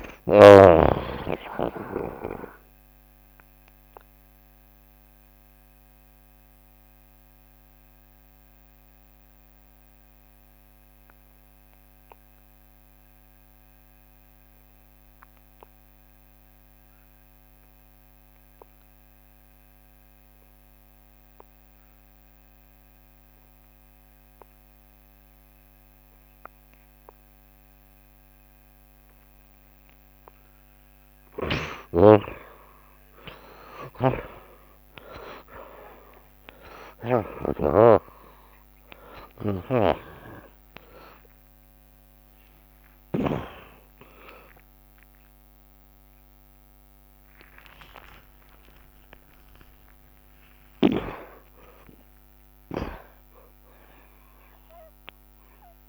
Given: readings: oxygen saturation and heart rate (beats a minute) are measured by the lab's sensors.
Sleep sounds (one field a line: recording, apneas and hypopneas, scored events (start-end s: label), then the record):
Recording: breathing in sleep by a microphone on the trachea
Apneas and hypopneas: 1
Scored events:
0.00-1.00 s: snoring (device-marked)
0.00-2.00 s: long interval between heartbeats (device-marked, heart rate 101 before, 108 extreme)
0.00-6.00 s: bradycardia (device-marked, heart rate 56 extreme)
0.00-13.00 s: oxygen desaturation (device-marked, oxygen 54% lowest, heart rate 47 extreme)
3.00-30.00 s: mixed apnea (oxygen 62% before, 54% lowest, heart rate 103 before, 52 extreme)
3.50-5.50 s: long interval between heartbeats (device-marked, heart rate 103 before, 57 extreme)
7.00-9.00 s: bradycardia (device-marked, heart rate 82 before, 50 extreme)
9.00-11.00 s: long interval between heartbeats (device-marked, heart rate 95 before, 52 extreme)
30.00-47.00 s: tachycardia (device-marked, heart rate 81 before, 182 extreme)
32.00-34.00 s: long interval between heartbeats (device-marked, heart rate 74 before, 98 extreme)
34.50-36.50 s: long interval between heartbeats (device-marked, heart rate 78 before, 134 extreme)
37.00-39.00 s: long interval between heartbeats (device-marked, heart rate 91 before, 169 extreme)
40.00-42.00 s: long interval between heartbeats (device-marked, heart rate 106 before, 143 extreme)
42.50-44.50 s: long interval between heartbeats (device-marked, heart rate 113 before, 120 extreme)
43.00-55.89 s: new sleep stage, awake
44.50-46.50 s: long interval between heartbeats (device-marked, heart rate 117 before, 138 extreme)
48.50-50.50 s: long interval between heartbeats (device-marked, heart rate 128 before, 130 extreme)
From the record:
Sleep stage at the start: N2 (light sleep)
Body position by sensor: on the right side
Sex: male